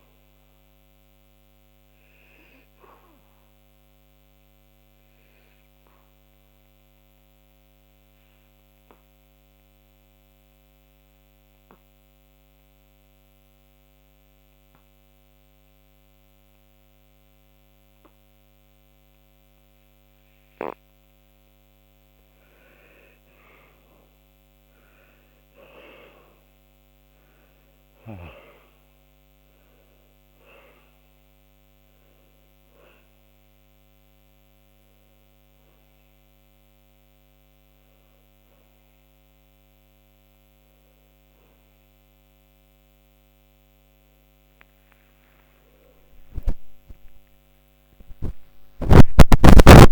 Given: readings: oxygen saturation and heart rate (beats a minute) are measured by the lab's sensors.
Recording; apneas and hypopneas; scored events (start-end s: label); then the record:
breathing in sleep by a microphone on the trachea; 2
0.00-3.00 s: oxygen desaturation (device-marked, oxygen 97% before, 88% lowest, heart rate 74 before, 69 extreme)
3.00-20.00 s: obstructive apnea (oxygen 97% before, 84% lowest, heart rate 81 before, 69 extreme, up 7 after)
20.00-48.00 s: oxygen desaturation (device-marked, oxygen 97% before, 84% lowest, heart rate 76 before, 76 extreme)
22.50-26.00 s: arousal
30.00-49.92 s: new sleep stage, N1 (lightest sleep)
32.00-45.00 s: hypopnea (oxygen 98% before, 84% lowest, heart rate 74 before, 82 extreme, up 10 after)
46.00-49.92 s: arousal
From the record:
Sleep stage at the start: N2 (light sleep); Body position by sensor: on the back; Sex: male